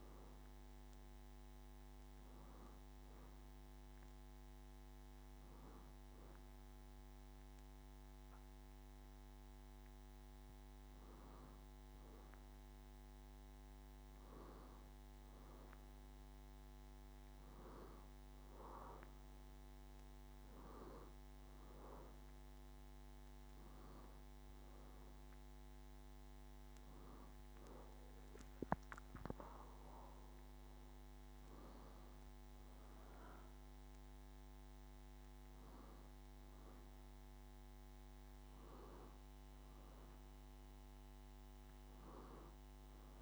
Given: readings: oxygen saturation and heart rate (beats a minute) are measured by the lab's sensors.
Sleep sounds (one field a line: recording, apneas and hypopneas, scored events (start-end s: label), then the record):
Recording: breathing in sleep by a microphone on the trachea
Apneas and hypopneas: none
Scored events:
none scored
From the record:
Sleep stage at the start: N2 (light sleep)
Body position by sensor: on the back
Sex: female